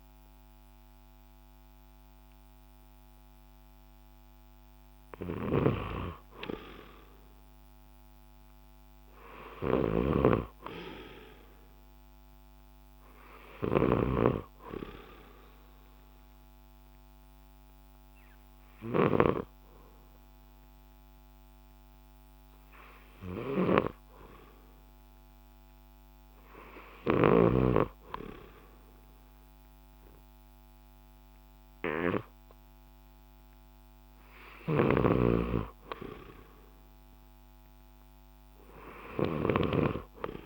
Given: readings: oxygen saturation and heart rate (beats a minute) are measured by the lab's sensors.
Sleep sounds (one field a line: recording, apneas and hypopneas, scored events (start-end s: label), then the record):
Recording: breathing in sleep by a microphone on the trachea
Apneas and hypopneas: 1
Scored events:
0.00-1.50 s: oxygen desaturation (device-marked, oxygen 89% lowest, heart rate 62 extreme)
0.00-2.50 s: drop in pulse transit time (device-marked, heart rate 68 extreme)
5.50-19.50 s: snoring (device-marked)
16.00-31.00 s: hypopnea (oxygen 93% before, 87% lowest, heart rate 69 before, 63 extreme, up 4 after)
22.50-30.50 s: oxygen desaturation (device-marked, oxygen 93% before, 89% lowest, heart rate 66 before, 65 extreme)
33.50-37.50 s: arousal
34.50-40.46 s: snoring (device-marked)
36.50-40.46 s: oxygen desaturation (device-marked, oxygen 93% before, 87% lowest, heart rate 66 before, 65 extreme)
From the record:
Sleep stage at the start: N2 (light sleep)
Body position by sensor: on the left side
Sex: male